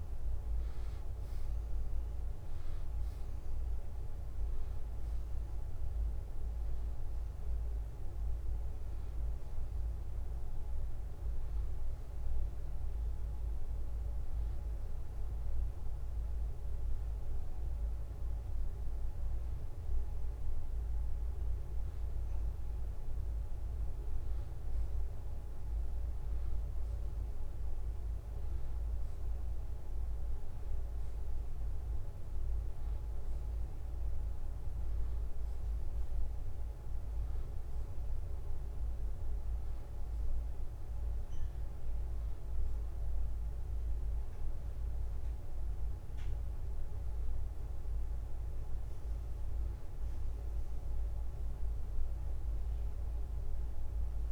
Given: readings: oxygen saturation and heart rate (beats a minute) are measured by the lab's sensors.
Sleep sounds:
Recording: breathing in sleep, hard to hear, by a room microphone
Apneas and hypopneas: none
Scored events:
0.00-12.50 s: drop in pulse transit time (device-marked, heart rate 79 extreme)
0.00-14.50 s: oxygen desaturation (device-marked, oxygen 89% lowest, heart rate 77 extreme)
From the record:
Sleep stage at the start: N2 (light sleep)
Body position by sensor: on the back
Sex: male

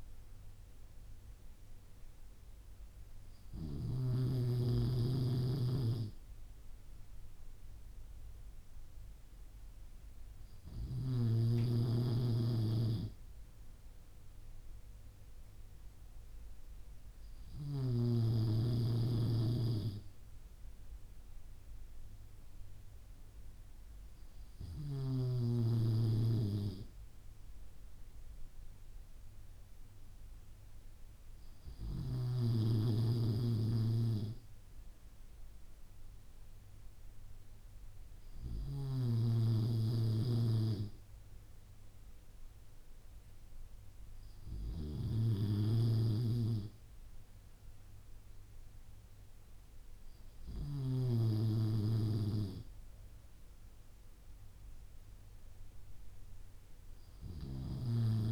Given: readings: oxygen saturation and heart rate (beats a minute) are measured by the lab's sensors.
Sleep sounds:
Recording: breathing in sleep by a room microphone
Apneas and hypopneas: none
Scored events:
none scored
From the record:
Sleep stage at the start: N3 (deep sleep)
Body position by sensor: on the back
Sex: male

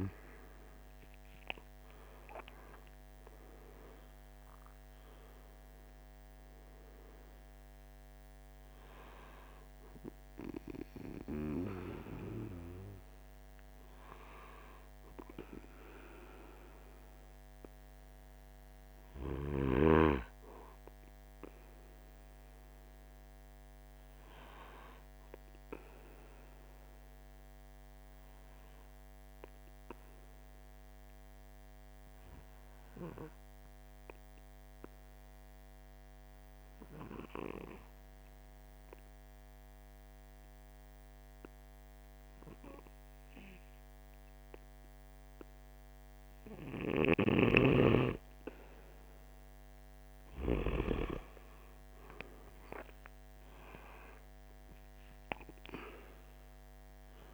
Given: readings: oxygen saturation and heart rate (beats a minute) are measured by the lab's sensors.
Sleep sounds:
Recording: breathing in sleep by a microphone on the trachea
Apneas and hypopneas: 1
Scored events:
21.00-24.50 s: arousal
26.50-46.50 s: obstructive apnea (oxygen 95% before, 93% lowest, heart rate 45 before, 46 extreme, up 3 after)
47.50-51.00 s: snoring (device-marked)
47.50-51.50 s: arousal
54.50-57.34 s: oxygen desaturation (device-marked, oxygen 97% before, 93% lowest, heart rate 47 before, 44 extreme)
From the record:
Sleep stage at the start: N2 (light sleep)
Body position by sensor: on the right side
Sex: male

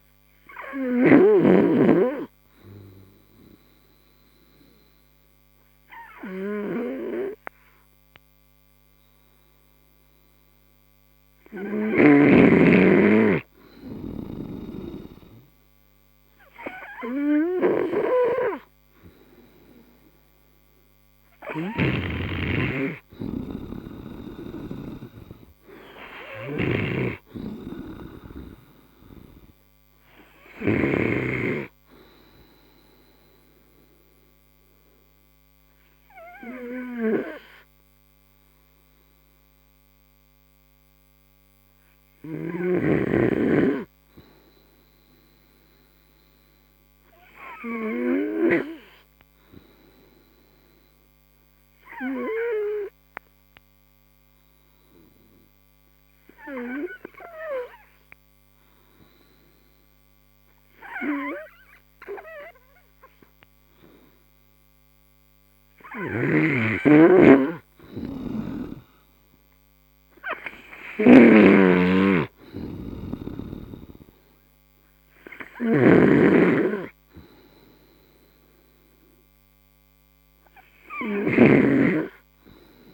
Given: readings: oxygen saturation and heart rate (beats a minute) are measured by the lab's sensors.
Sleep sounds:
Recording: breathing in sleep by a microphone on the trachea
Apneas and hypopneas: 3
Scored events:
0.00-2.00 s: snoring (device-marked)
3.50-13.50 s: obstructive apnea (oxygen 94% before, 90% lowest)
4.50-17.50 s: oxygen desaturation (device-marked, oxygen 94% before, 90% lowest)
19.00-22.50 s: arousal
27.50-82.93 s: new sleep stage, N3 (deep sleep)
34.00-45.00 s: obstructive apnea (oxygen 94% before, 88% lowest)
46.50-49.50 s: arousal
51.50-63.50 s: oxygen desaturation (device-marked, oxygen 99% before, 92% lowest)
53.00-65.00 s: obstructive apnea (oxygen 99% before, 88% lowest)
67.00-82.00 s: snoring (device-marked)
74.50-78.00 s: arousal
From the record:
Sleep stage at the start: N2 (light sleep)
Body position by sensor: on the right side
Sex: male

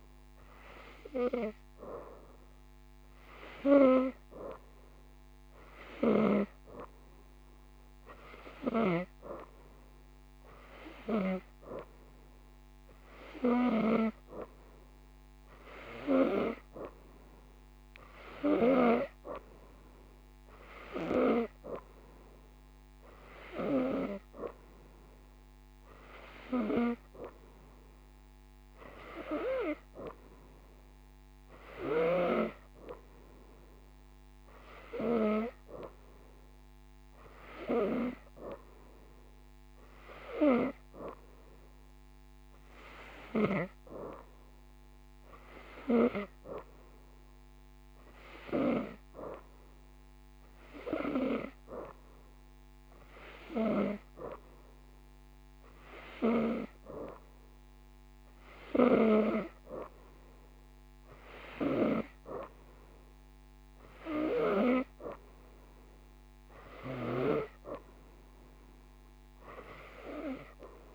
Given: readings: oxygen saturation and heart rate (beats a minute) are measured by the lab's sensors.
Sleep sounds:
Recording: breathing in sleep by a microphone on the trachea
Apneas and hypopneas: none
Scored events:
0.00-5.00 s: oxygen desaturation (device-marked, oxygen 92% lowest, heart rate 57 extreme)
From the record:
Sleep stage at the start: N2 (light sleep)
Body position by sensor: upright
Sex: female

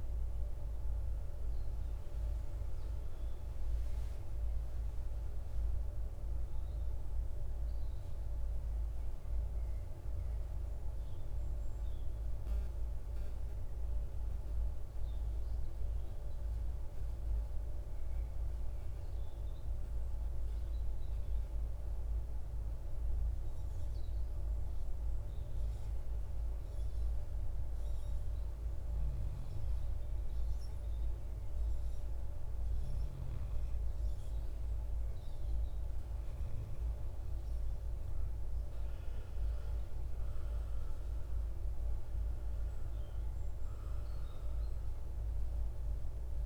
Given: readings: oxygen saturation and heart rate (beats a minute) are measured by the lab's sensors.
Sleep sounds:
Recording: a person partly awake in a sleep study, hard to hear, by a room microphone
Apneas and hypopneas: 1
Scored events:
4.00-7.50 s: arousal
10.50-28.00 s: hypopnea (oxygen 97% before, 94% lowest, heart rate 62 before, 52 extreme, up 7 after)
34.00-46.46 s: new sleep stage, awake
35.00-46.46 s: oxygen desaturation (device-marked, oxygen 97% before, 94% lowest, heart rate 55 before, 55 extreme)
From the record:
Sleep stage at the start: N2 (light sleep)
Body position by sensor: on the right side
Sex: male

